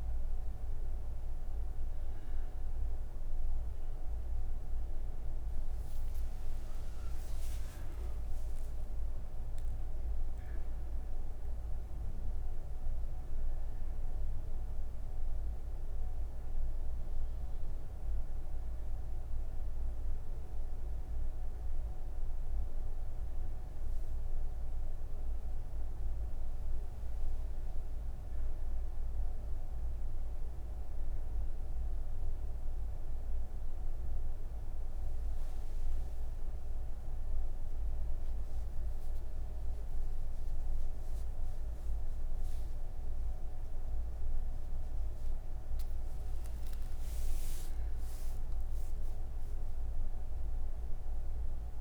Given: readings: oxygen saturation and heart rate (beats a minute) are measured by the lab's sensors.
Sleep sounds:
breathing in sleep, hard to hear, by a room microphone; none
12.50-51.81 s: new sleep stage, N3 (deep sleep)
29.50-46.50 s: oxygen desaturation (device-marked, oxygen 95% before, 91% lowest)
From the record:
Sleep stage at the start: N2 (light sleep); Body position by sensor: on the right side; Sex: female

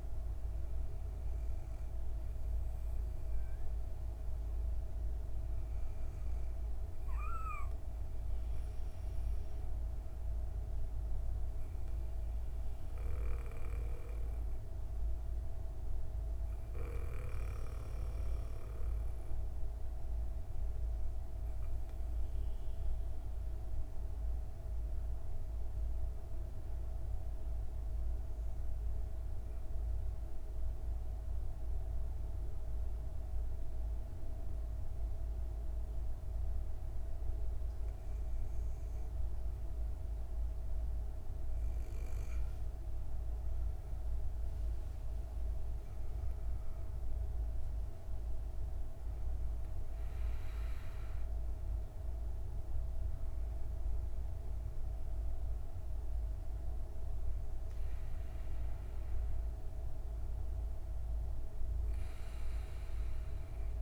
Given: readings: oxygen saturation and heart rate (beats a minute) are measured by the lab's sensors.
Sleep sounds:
breathing in sleep, hard to hear, by a room microphone; 1
22.50-36.00 s: obstructive apnea (oxygen 97% before, 95% lowest, heart rate 62 before, 52 extreme, up 10 after)
41.50-47.00 s: arousal
From the record:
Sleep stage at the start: REM sleep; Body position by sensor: on the back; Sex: female

